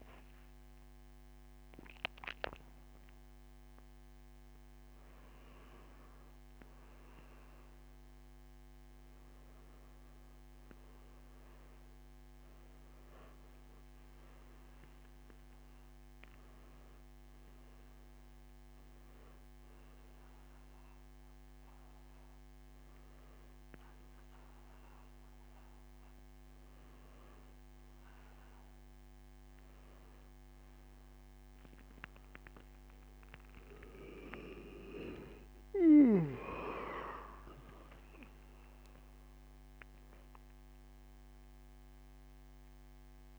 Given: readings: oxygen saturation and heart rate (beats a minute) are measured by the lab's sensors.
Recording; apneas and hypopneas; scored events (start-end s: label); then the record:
a person awake in a sleep study, by a microphone on the trachea; none
none scored
From the record:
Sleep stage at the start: awake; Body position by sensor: on the back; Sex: male